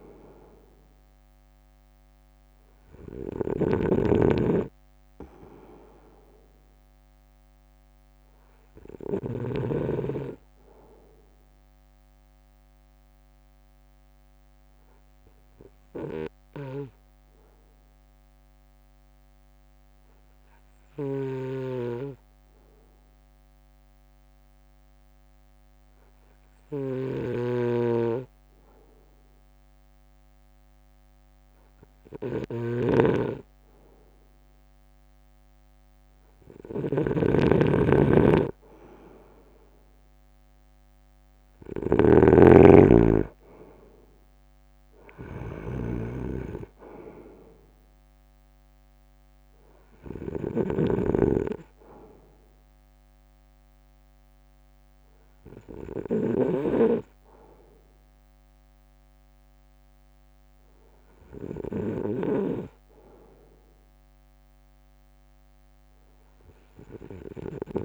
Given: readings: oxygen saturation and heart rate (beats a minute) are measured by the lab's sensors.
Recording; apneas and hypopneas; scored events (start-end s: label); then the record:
breathing in sleep by a microphone on the trachea; 1
0.00-12.50 s: drop in pulse transit time (device-marked, heart rate 52 extreme)
3.50-9.50 s: snoring (device-marked)
14.00-32.50 s: obstructive apnea (oxygen 96% before, 94% lowest, heart rate 56 before, 57 extreme, up 1 after)
16.50-62.00 s: snoring (device-marked)
34.50-38.50 s: arousal
40.50-55.50 s: drop in pulse transit time (device-marked, heart rate 60 before, 57 extreme)
From the record:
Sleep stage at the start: N2 (light sleep); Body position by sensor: on the front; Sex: male